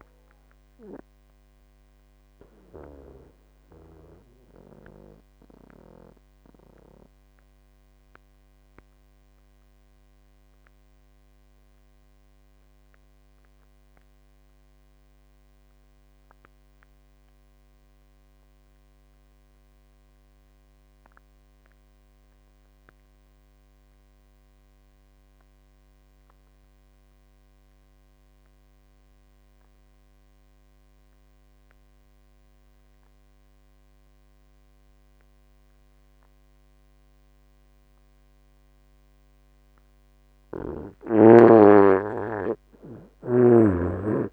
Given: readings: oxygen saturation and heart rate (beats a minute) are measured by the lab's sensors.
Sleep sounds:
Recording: breathing in sleep by a microphone on the trachea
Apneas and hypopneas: 1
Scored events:
0.00-20.00 s: oxygen desaturation (device-marked, oxygen 82% lowest, heart rate 59 extreme)
2.00-39.50 s: mixed apnea (oxygen 95% before, 82% lowest, heart rate 73 before, 59 extreme, up 18 after)
37.00-44.33 s: oxygen desaturation (device-marked, oxygen 97% before, 84% lowest, heart rate 64 before, 62 extreme)
From the record:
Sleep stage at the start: N2 (light sleep)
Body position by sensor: on the right side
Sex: male

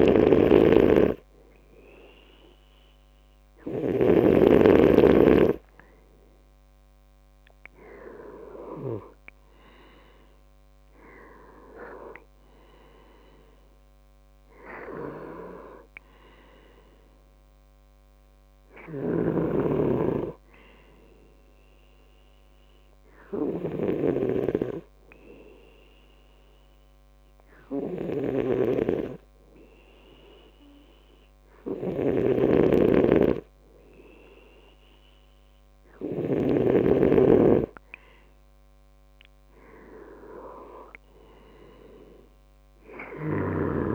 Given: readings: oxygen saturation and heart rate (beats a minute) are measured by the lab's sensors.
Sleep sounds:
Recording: breathing in sleep by a microphone on the trachea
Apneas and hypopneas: 1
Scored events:
0.00-4.00 s: snoring (device-marked)
14.00-18.00 s: arousal
19.00-36.50 s: snoring (device-marked)
22.50-33.00 s: hypopnea (oxygen 93% before, 93% lowest, heart rate 72 before, 65 extreme, up 5 after)
36.00-40.00 s: arousal
From the record:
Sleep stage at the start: N2 (light sleep)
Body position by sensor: on the back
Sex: male

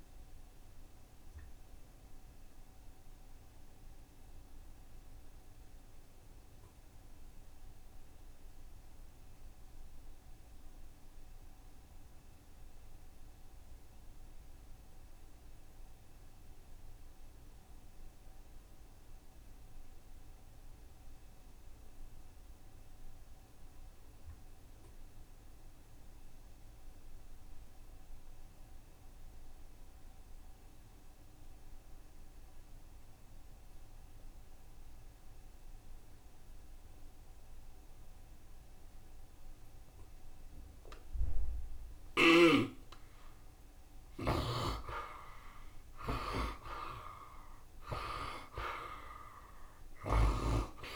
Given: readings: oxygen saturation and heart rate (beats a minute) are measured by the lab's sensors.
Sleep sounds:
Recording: a person awake in a sleep study, by a room microphone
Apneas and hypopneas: none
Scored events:
19.00-50.96 s: oxygen desaturation (device-marked, oxygen 90% before, 60% lowest, heart rate 46 before, 65 extreme)
30.00-50.96 s: new sleep stage, N1 (lightest sleep)
From the record:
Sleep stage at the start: awake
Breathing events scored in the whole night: 199 in 3.3 hours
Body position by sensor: on the right side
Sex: male

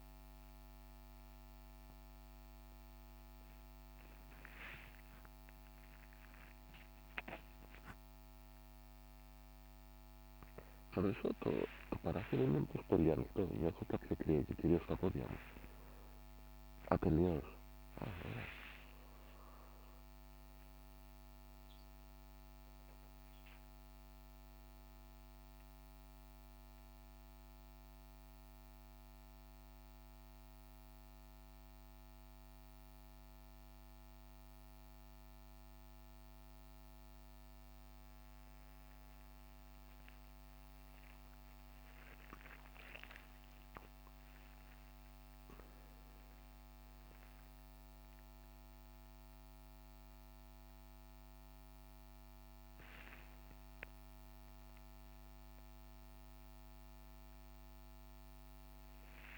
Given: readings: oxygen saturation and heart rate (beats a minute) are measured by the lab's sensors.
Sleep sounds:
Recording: a person awake in a sleep study, by a microphone on the trachea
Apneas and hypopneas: none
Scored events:
none scored
From the record:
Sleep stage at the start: awake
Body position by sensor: on the back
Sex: male

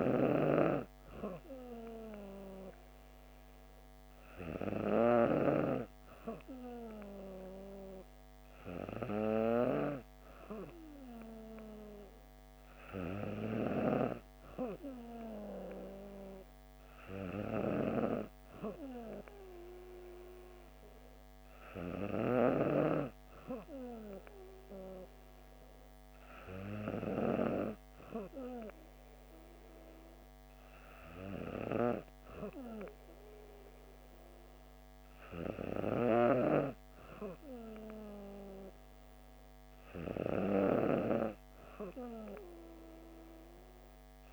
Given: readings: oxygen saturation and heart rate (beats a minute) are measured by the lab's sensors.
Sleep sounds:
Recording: breathing in sleep by a microphone on the trachea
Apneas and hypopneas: none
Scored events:
none scored
From the record:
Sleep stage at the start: N2 (light sleep)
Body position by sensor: on the back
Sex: female

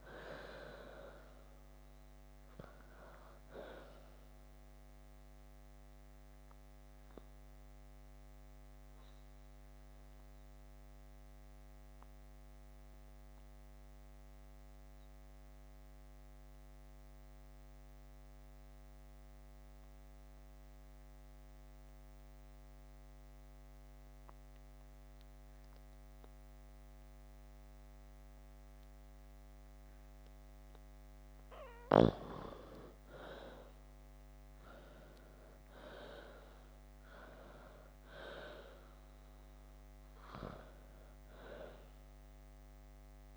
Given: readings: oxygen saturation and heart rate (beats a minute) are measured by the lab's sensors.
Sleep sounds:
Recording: breathing in sleep by a microphone on the trachea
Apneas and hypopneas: 1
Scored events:
0.00-1.00 s: arousal
0.00-2.50 s: oxygen desaturation (device-marked, oxygen 87% lowest, heart rate 53 extreme)
6.00-30.50 s: obstructive apnea (oxygen 97% before, 87% lowest, heart rate 66 before, 53 extreme, up 5 after)
29.50-43.37 s: oxygen desaturation (device-marked, oxygen 96% before, 87% lowest, heart rate 55 before, 53 extreme)
32.50-37.00 s: arousal
From the record:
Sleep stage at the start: N2 (light sleep)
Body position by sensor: on the back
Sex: female

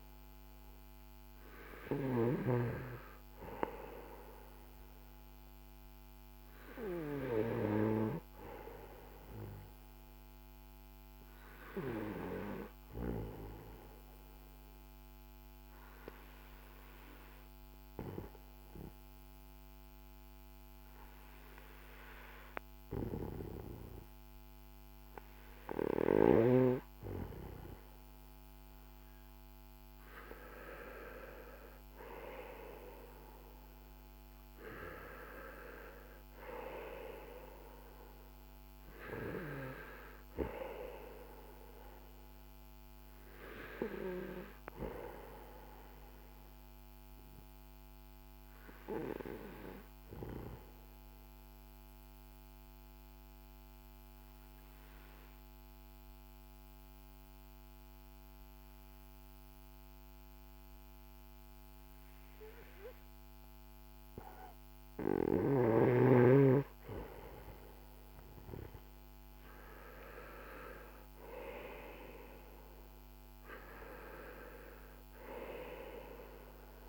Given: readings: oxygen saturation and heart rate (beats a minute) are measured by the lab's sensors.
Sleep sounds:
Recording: breathing in sleep by a microphone on the trachea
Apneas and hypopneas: 2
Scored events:
0.50-18.50 s: oxygen desaturation (device-marked, oxygen 97% before, 93% lowest, heart rate 52 before, 45 extreme)
13.50-30.00 s: obstructive apnea (oxygen 97% before, 91% lowest, heart rate 57 before, 45 extreme, up 12 after)
32.50-37.50 s: arousal
47.00-65.00 s: mixed apnea (oxygen 95% before, 91% lowest, heart rate 53 before, 45 extreme, up 8 after)
68.00-72.00 s: arousal
From the record:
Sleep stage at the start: N2 (light sleep)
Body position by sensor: on the right side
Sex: male

